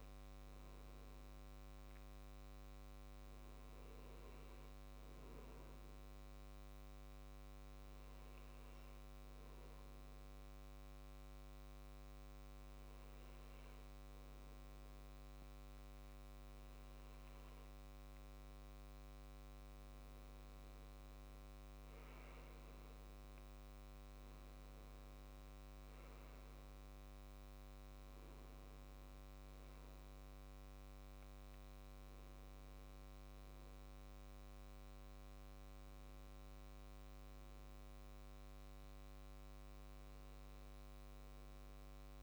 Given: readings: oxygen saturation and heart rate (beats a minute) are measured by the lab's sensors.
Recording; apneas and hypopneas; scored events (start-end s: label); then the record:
breathing in sleep, hard to hear, by a microphone on the trachea; 1
6.50-17.50 s: hypopnea (oxygen 97% before, 95% lowest, heart rate 68 before, 63 extreme, up 7 after)
20.00-23.50 s: arousal
From the record:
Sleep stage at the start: N2 (light sleep); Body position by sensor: on the back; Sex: male